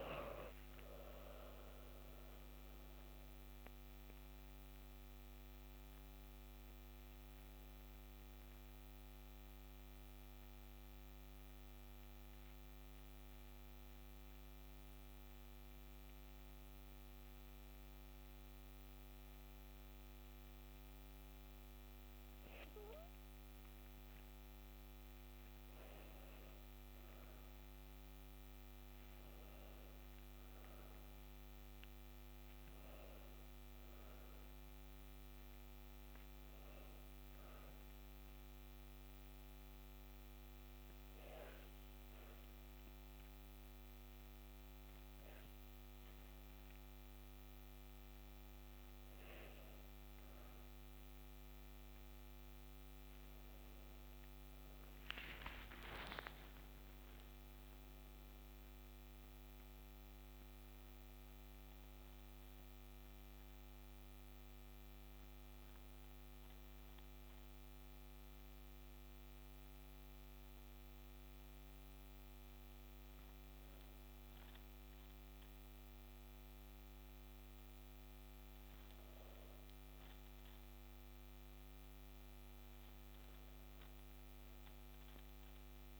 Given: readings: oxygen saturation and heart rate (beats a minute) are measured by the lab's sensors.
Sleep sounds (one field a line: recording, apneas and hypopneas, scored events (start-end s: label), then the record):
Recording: breathing in sleep, hard to hear, by a microphone on the trachea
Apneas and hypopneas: 3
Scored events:
3.00-7.00 s: arousal
9.00-22.50 s: central apnea (oxygen 94% before, 92% lowest, heart rate 65 before, 61 extreme, up 3 after)
25.00-29.50 s: arousal
36.50-50.50 s: oxygen desaturation (device-marked, oxygen 96% before, 92% lowest, heart rate 62 before, 59 extreme)
37.00-49.00 s: obstructive apnea (oxygen 96% before, 92% lowest, heart rate 62 before, 59 extreme, up 1 after)
55.00-60.00 s: arousal
67.00-80.00 s: mixed apnea (oxygen 95% before, 91% lowest, heart rate 62 before, 59 extreme, up 2 after)
82.00-85.99 s: arousal
From the record:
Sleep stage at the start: N2 (light sleep)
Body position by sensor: on the back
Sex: female